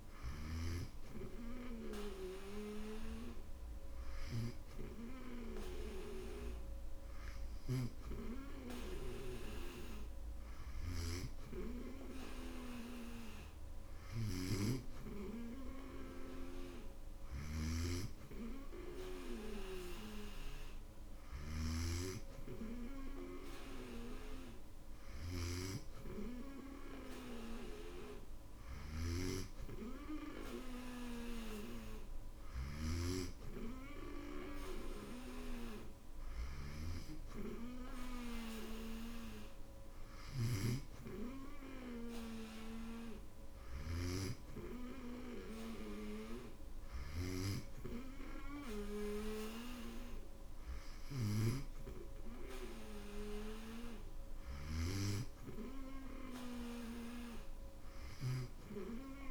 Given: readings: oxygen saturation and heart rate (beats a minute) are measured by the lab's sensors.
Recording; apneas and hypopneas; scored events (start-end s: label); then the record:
breathing in sleep by a room microphone; none
17.00-21.50 s: snoring (device-marked)
28.50-33.00 s: snoring (device-marked)
40.00-44.00 s: snoring (device-marked)
From the record:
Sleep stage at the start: N2 (light sleep); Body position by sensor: on the back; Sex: male